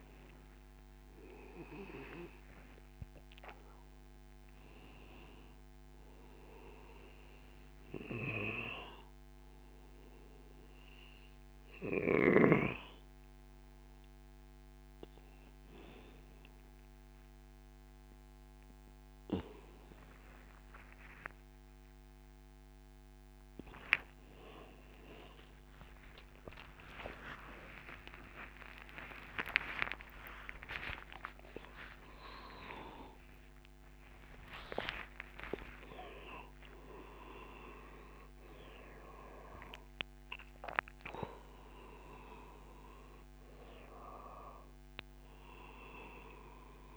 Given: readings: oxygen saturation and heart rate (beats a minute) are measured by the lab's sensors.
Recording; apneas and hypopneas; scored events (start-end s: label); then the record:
a person awake in a sleep study, by a microphone on the trachea; none
10.50-40.50 s: new sleep stage, awake
28.50-33.50 s: tachycardia (device-marked, heart rate 49 before, 116 extreme)
40.50-46.97 s: new sleep stage, N2 (light sleep)
From the record:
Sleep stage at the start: N2 (light sleep); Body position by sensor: on the back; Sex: male